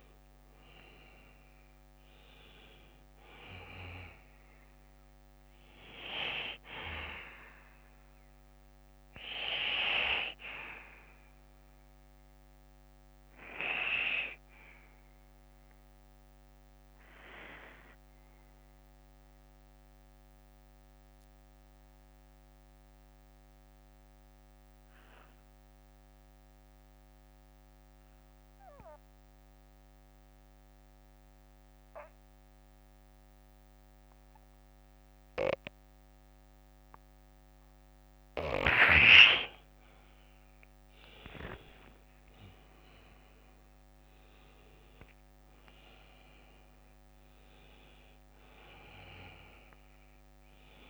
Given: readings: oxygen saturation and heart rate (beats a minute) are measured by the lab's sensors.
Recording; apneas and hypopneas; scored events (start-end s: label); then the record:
breathing in sleep by a microphone on the trachea; 1
0.00-3.00 s: arousal
5.50-11.50 s: oxygen desaturation (device-marked, oxygen 97% before, 93% lowest, heart rate 61 before, 47 extreme)
5.50-29.50 s: bradycardia (device-marked, heart rate 59 before, 47 extreme)
19.50-30.50 s: oxygen desaturation (device-marked, oxygen 95% before, 90% lowest, heart rate 59 before, 50 extreme)
19.50-40.00 s: mixed apnea (oxygen 98% before, 87% lowest, heart rate 59 before, 49 extreme, up 15 after)
30.50-37.50 s: bradycardia (device-marked, heart rate 59 before, 59 extreme)
42.00-45.00 s: arousal
44.50-50.90 s: oxygen desaturation (device-marked, oxygen 97% before, 93% lowest, heart rate 58 before, 49 extreme)
From the record:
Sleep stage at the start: N2 (light sleep); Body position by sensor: on the back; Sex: male